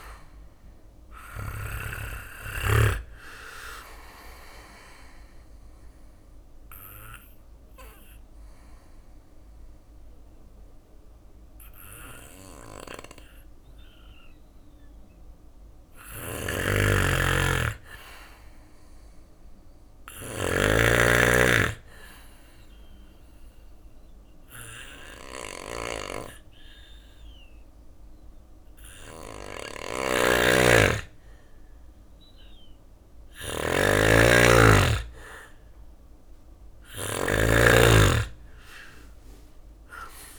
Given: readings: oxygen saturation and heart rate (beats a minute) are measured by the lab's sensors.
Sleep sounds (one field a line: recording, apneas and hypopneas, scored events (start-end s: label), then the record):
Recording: breathing in sleep by a room microphone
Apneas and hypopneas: 2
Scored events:
0.00-1.00 s: snoring (device-marked)
0.00-14.00 s: drop in pulse transit time (device-marked, heart rate 63 extreme)
2.00-24.00 s: oxygen desaturation (device-marked, oxygen 96% before, 90% lowest, heart rate 69 before, 63 extreme)
4.00-14.00 s: obstructive apnea (oxygen 96% before, 90% lowest, heart rate 70 before, 63 extreme, up 4 after)
15.00-17.00 s: arousal
15.50-20.00 s: snoring (device-marked)
20.00-30.00 s: obstructive apnea (oxygen 96% before, 91% lowest, heart rate 67 before, 65 extreme, up 1 after)
29.00-36.50 s: snoring (device-marked)
35.50-40.00 s: arousal
37.00-40.39 s: drop in pulse transit time (device-marked, heart rate 67 before, 67 extreme)
From the record:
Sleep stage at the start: N2 (light sleep)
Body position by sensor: on the back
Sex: male